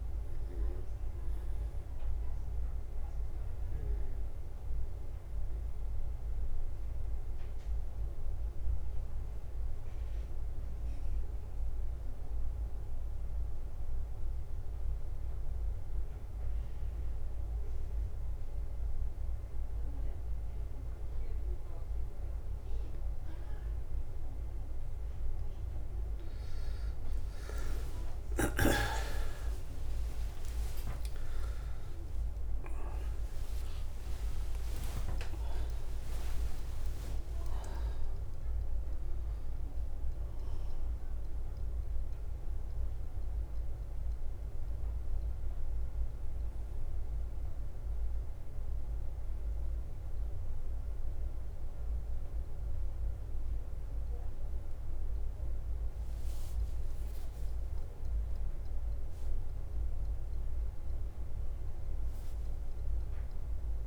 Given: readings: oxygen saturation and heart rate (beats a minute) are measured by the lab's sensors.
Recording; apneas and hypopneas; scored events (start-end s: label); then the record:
breathing in sleep by a room microphone; 1
0.00-21.50 s: oxygen desaturation (device-marked, oxygen 92% lowest, heart rate 47 extreme)
0.00-27.50 s: bradycardia (device-marked, heart rate 47 extreme)
5.50-25.00 s: obstructive apnea (oxygen 97% before, 91% lowest, heart rate 57 before, 49 extreme, up 13 after)
28.00-34.50 s: arousal
31.50-33.50 s: long interval between heartbeats (device-marked, heart rate 54 before, 66 extreme)
34.00-36.00 s: long interval between heartbeats (device-marked, heart rate 56 before, 81 extreme)
34.50-48.50 s: oxygen desaturation (device-marked, oxygen 97% before, 91% lowest, heart rate 57 before, 57 extreme)
37.00-39.00 s: long interval between heartbeats (device-marked, heart rate 61 before, 81 extreme)
39.50-41.50 s: bradycardia (device-marked, heart rate 59 before, 64 extreme)
45.50-63.87 s: new sleep stage, N1 (lightest sleep)
49.50-53.50 s: bradycardia (device-marked, heart rate 59 before, 59 extreme)
56.50-58.50 s: long interval between heartbeats (device-marked, heart rate 65 before, 64 extreme)
56.50-63.87 s: oxygen desaturation (device-marked, oxygen 95% before, 92% lowest, heart rate 65 before, 54 extreme)
From the record:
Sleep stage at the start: N2 (light sleep); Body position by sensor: on the back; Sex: male